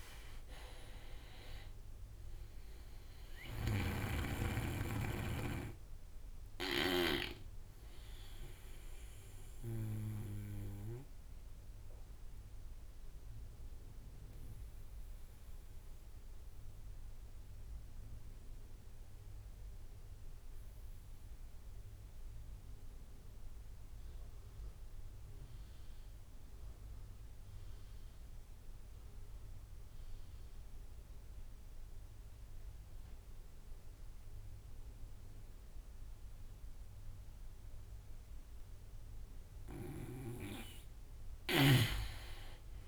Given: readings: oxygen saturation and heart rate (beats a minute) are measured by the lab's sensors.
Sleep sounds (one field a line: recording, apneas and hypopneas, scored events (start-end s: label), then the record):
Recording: breathing in sleep by a room microphone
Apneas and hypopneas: 1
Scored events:
0.00-21.00 s: oxygen desaturation (device-marked, oxygen 85% lowest)
2.50-6.50 s: snoring (device-marked)
8.00-38.00 s: obstructive apnea (oxygen 99% before, 85% lowest)
37.00-42.88 s: oxygen desaturation (device-marked, oxygen 96% before, 87% lowest)
40.50-42.88 s: snoring (device-marked)
41.50-42.88 s: arousal
From the record:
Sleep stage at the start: N2 (light sleep)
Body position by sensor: on the right side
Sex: male